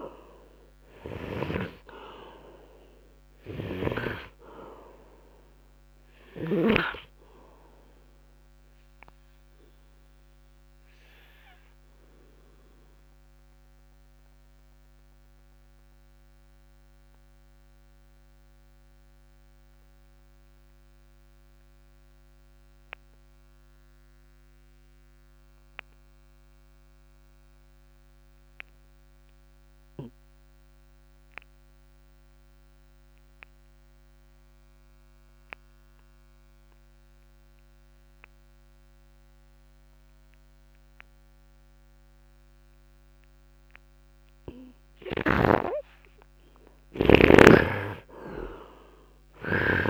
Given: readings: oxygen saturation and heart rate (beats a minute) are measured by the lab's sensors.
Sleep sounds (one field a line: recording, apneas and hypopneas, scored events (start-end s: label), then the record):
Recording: breathing in sleep by a microphone on the trachea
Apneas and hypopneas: 1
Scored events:
0.00-37.50 s: oxygen desaturation (device-marked, oxygen 75% lowest, heart rate 49 extreme)
3.50-7.00 s: snoring (device-marked)
9.00-44.00 s: obstructive apnea (oxygen 97% before, 69% lowest, heart rate 61 before, 49 extreme, up 4 after)
45.50-49.90 s: oxygen desaturation (device-marked, oxygen 95% before, 69% lowest, heart rate 59 before, 55 extreme)
46.50-49.90 s: arousal
From the record:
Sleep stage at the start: N2 (light sleep)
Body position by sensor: upright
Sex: male